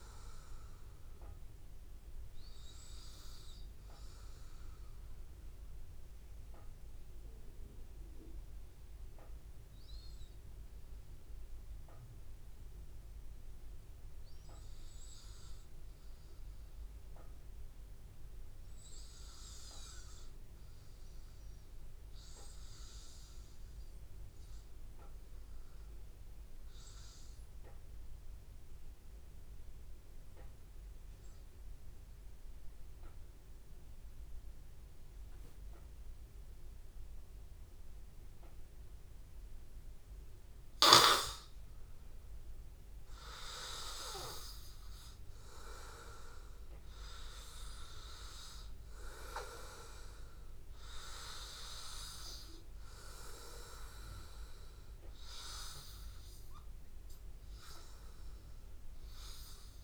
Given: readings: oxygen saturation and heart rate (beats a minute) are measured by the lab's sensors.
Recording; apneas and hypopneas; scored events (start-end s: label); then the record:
breathing in sleep by a room microphone; 1
28.50-42.50 s: hypopnea (oxygen 99% before, 94% lowest, heart rate 80 before, 80 extreme, up 1 after)
42.00-59.84 s: oxygen desaturation (device-marked, oxygen 97% before, 94% lowest, heart rate 81 before, 81 extreme)
44.50-48.00 s: arousal
From the record:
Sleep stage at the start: N2 (light sleep); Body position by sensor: on the back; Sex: male